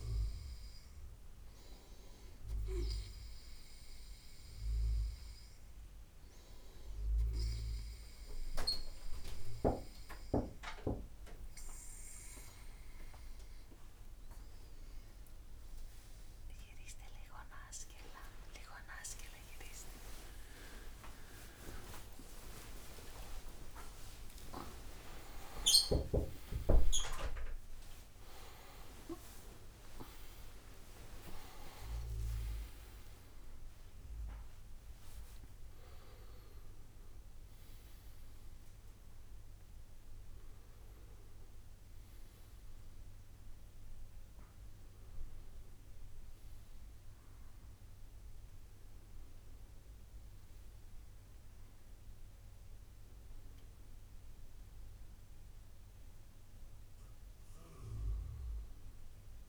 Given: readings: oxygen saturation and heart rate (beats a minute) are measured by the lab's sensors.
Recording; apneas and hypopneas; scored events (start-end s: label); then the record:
a person awake in a sleep study, by a room microphone; none
19.50-49.50 s: new sleep stage, awake
49.50-59.49 s: new sleep stage, N1 (lightest sleep)
From the record:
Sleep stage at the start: N2 (light sleep); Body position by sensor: on the right side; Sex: male